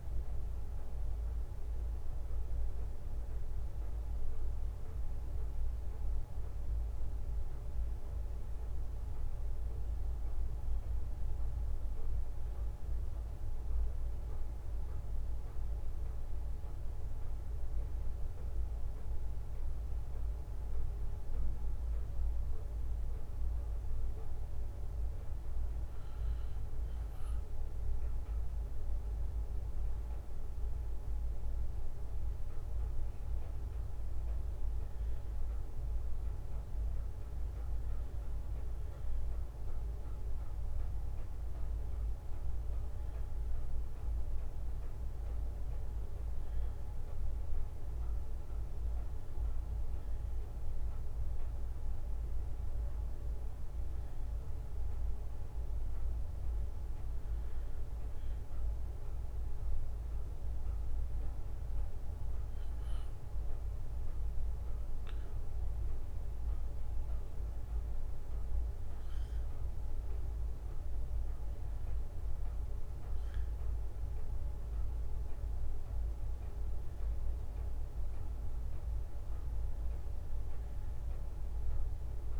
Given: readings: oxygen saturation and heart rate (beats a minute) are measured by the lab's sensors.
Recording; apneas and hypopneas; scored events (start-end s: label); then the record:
breathing in sleep, hard to hear, by a room microphone; 2
10.00-23.00 s: hypopnea (oxygen 95% before, 92% lowest, heart rate 72 before, 64 extreme, up 4 after)
27.00-30.50 s: arousal
56.00-67.00 s: hypopnea (oxygen 95% before, 92% lowest, heart rate 70 before, 65 extreme, up 4 after)
82.00-82.40 s: new sleep stage, awake
From the record:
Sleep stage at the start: N1 (lightest sleep); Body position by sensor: on the right side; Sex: male